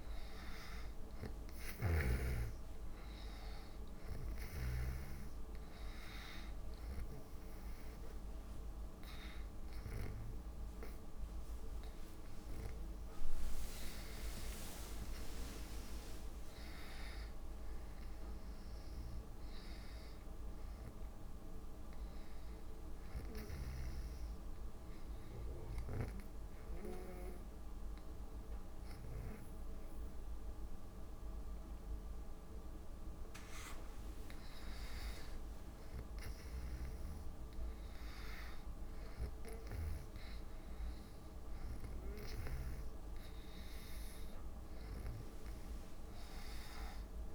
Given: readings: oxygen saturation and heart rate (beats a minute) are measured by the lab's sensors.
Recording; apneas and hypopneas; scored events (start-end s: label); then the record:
breathing in sleep by a room microphone; 1
0.00-12.50 s: oxygen desaturation (device-marked, oxygen 91% lowest)
19.00-22.50 s: arousal
25.00-35.50 s: obstructive apnea (oxygen 98% before, 89% lowest)
36.50-40.00 s: arousal
42.50-47.35 s: oxygen desaturation (device-marked, oxygen 96% before, 91% lowest)
From the record:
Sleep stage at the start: N2 (light sleep); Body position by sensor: on the back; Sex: female